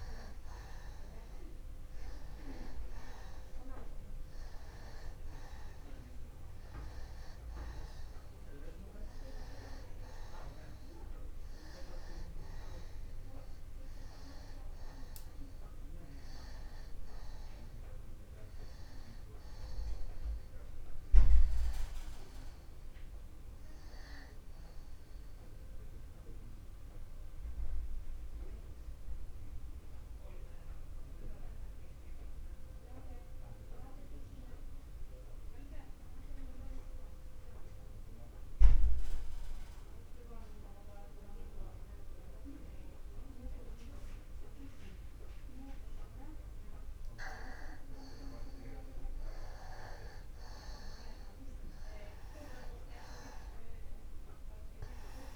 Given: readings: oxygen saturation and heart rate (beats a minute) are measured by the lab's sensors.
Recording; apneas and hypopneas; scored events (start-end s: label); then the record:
breathing in sleep by a room microphone; 1
0.50-37.50 s: oxygen desaturation (device-marked, oxygen 97% before, 86% lowest, heart rate 64 before, 62 extreme)
24.00-47.50 s: obstructive apnea (oxygen 97% before, 86% lowest, heart rate 63 before, 62 extreme, up 0 after)
51.00-55.36 s: arousal
From the record:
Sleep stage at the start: N2 (light sleep); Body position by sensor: on the back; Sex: male